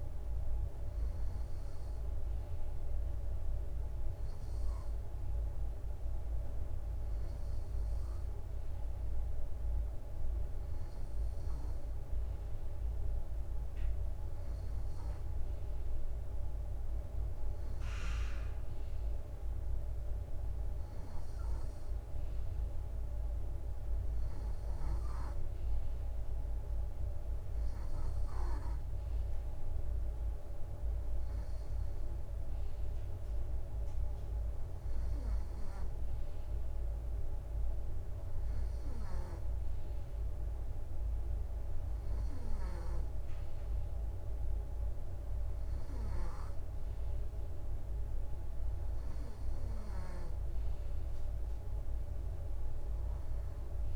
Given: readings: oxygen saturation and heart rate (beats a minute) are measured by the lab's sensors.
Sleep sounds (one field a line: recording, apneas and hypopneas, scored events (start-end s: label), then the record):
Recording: breathing in sleep, hard to hear, by a room microphone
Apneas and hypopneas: none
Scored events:
none scored
From the record:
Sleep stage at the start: N2 (light sleep)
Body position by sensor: on the right side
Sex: male